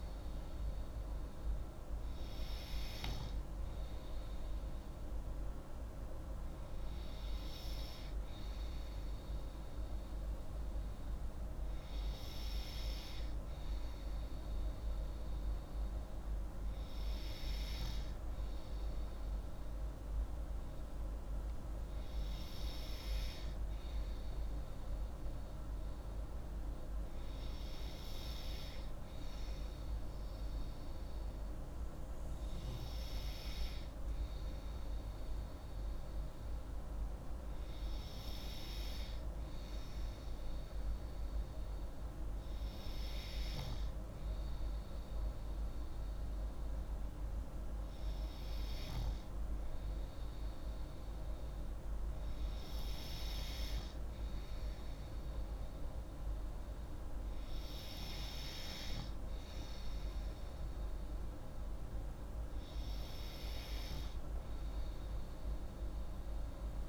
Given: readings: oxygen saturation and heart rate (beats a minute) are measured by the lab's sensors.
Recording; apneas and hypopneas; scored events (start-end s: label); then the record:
breathing in sleep, hard to hear, by a room microphone; none
none scored
From the record:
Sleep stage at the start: N2 (light sleep); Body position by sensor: on the left side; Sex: female